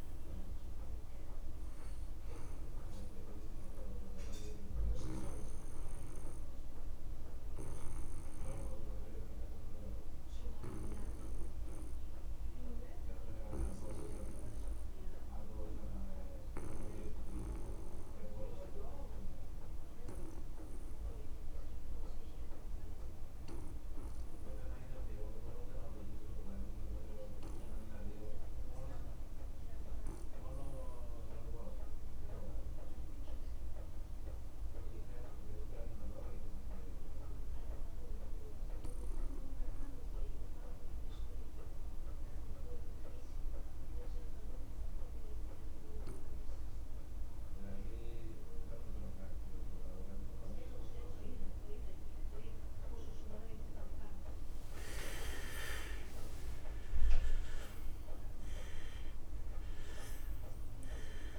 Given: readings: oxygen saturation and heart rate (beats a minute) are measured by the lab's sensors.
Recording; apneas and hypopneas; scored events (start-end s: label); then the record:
breathing in sleep by a room microphone; 1
0.00-22.00 s: oxygen desaturation (device-marked, oxygen 83% lowest)
6.00-53.00 s: obstructive apnea (oxygen 99% before, 73% lowest)
35.00-61.39 s: oxygen desaturation (device-marked, oxygen 98% before, 73% lowest)
55.00-58.00 s: arousal
From the record:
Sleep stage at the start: N2 (light sleep); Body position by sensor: on the back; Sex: male